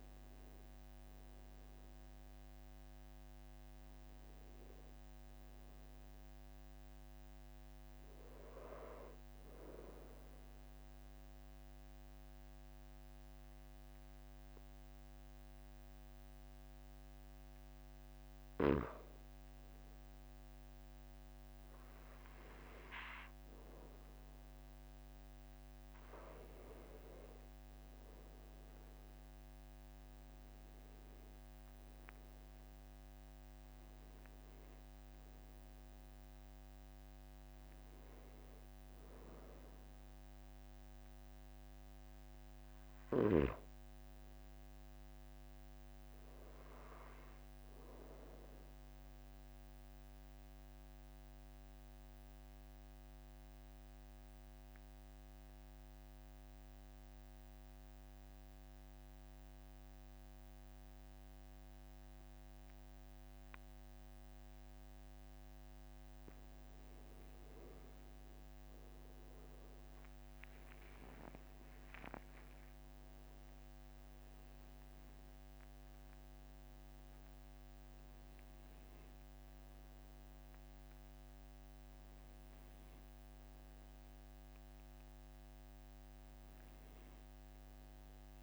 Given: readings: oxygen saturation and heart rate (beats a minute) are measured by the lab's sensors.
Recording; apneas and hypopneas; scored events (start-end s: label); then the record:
breathing in sleep, hard to hear, by a microphone on the trachea; 2
10.50-22.00 s: hypopnea (oxygen 98% before, 93% lowest, heart rate 46 before, 44 extreme, up 2 after)
29.50-34.00 s: arousal
49.50-67.00 s: obstructive apnea (oxygen 96% before, 92% lowest, heart rate 46 before, 44 extreme, up 3 after)
70.50-75.00 s: arousal
74.00-88.43 s: new sleep stage, N1 (lightest sleep)
From the record:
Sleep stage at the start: N2 (light sleep); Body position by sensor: on the back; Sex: male